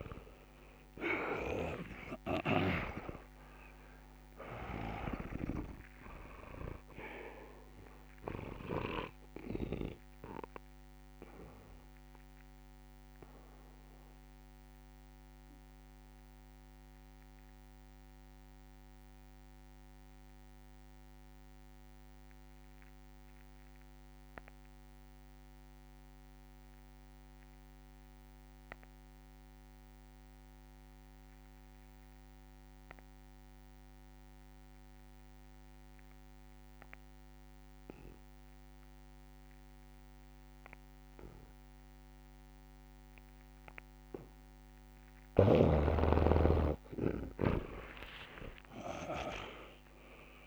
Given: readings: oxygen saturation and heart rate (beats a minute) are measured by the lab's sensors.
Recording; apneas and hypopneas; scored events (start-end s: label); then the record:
breathing in sleep by a microphone on the trachea; 1
0.00-2.50 s: arousal
0.00-9.00 s: snoring (device-marked)
0.00-25.00 s: oxygen desaturation (device-marked, oxygen 81% lowest, heart rate 62 extreme)
1.00-3.00 s: long interval between heartbeats (device-marked, heart rate 69 before, 81 extreme)
12.00-46.00 s: mixed apnea (oxygen 98% before, 80% lowest, heart rate 77 before, 64 extreme, up 34 after)
41.00-50.47 s: oxygen desaturation (device-marked, oxygen 99% before, 80% lowest, heart rate 70 before, 64 extreme)
47.00-49.00 s: long interval between heartbeats (device-marked, heart rate 69 before, 79 extreme)
48.00-50.47 s: arousal
From the record:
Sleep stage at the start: N2 (light sleep); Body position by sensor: on the back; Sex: male